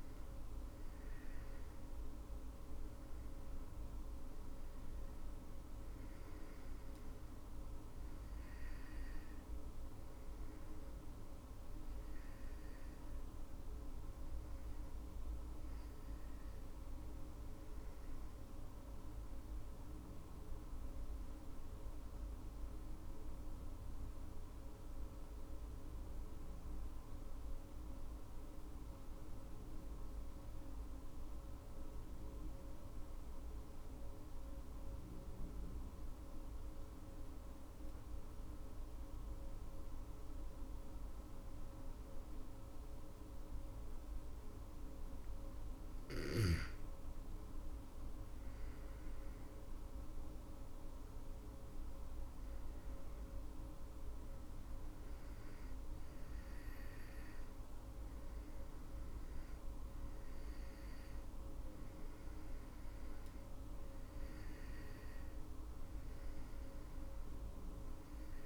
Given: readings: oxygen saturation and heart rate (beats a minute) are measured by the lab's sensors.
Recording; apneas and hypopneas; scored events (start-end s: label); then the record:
breathing in sleep, hard to hear, by a room microphone; 1
20.50-43.50 s: obstructive apnea (oxygen 99% before, 91% lowest, heart rate 56 before, 53 extreme, up 14 after)
36.00-68.46 s: oxygen desaturation (device-marked, oxygen 98% before, 91% lowest, heart rate 57 before, 51 extreme)
46.00-50.00 s: arousal
From the record:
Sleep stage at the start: N2 (light sleep); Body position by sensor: on the back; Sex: female